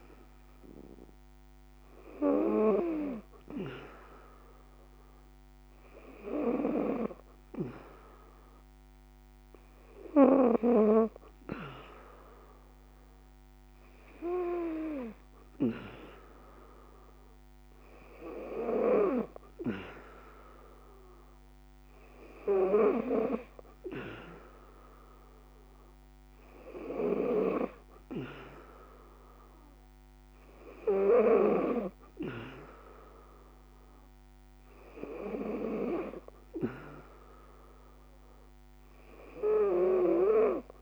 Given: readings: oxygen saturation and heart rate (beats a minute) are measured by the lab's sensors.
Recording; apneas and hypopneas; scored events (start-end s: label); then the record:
breathing in sleep by a microphone on the trachea; none
none scored
From the record:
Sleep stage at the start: N3 (deep sleep); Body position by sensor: on the back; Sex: female